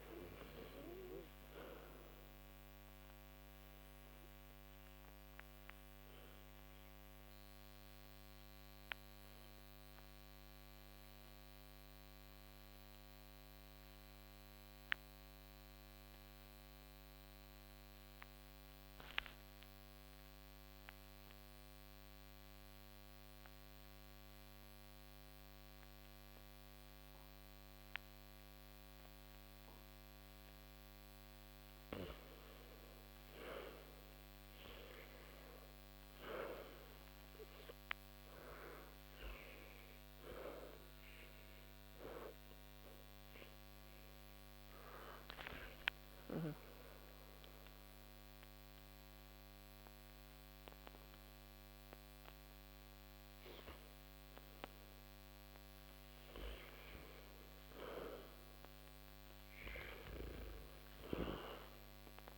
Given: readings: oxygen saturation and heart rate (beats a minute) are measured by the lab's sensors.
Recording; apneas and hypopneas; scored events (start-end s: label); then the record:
breathing in sleep by a microphone on the trachea; 2
0.00-31.00 s: oxygen desaturation (device-marked, oxygen 86% lowest)
3.50-31.50 s: central apnea (oxygen 96% before, 82% lowest)
34.50-38.50 s: arousal
42.00-62.38 s: oxygen desaturation (device-marked, oxygen 97% before, 82% lowest)
45.50-56.00 s: mixed apnea (oxygen 97% before, 82% lowest)
59.50-62.38 s: arousal
From the record:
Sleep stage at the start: N2 (light sleep); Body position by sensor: on the back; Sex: male